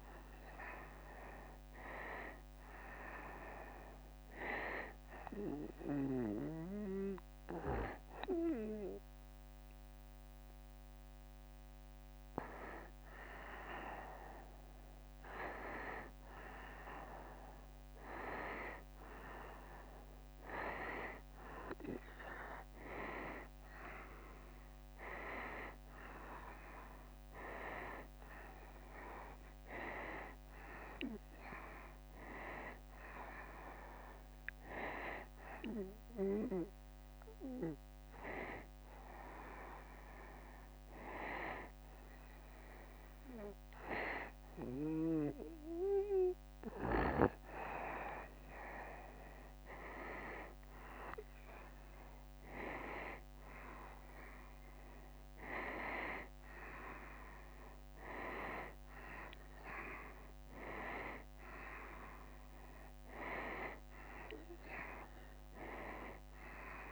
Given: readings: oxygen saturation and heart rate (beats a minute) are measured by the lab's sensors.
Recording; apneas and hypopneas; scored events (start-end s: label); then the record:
breathing in sleep by a microphone on the trachea; 2
2.50-13.00 s: hypopnea (oxygen 94% before, 92% lowest, heart rate 76 before, 74 extreme, up 2 after)
17.00-22.00 s: arousal
36.00-47.50 s: hypopnea (oxygen 94% before, 92% lowest, heart rate 76 before, 73 extreme, up 1 after)
49.50-52.50 s: arousal
From the record:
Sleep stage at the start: N2 (light sleep); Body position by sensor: on the right side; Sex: male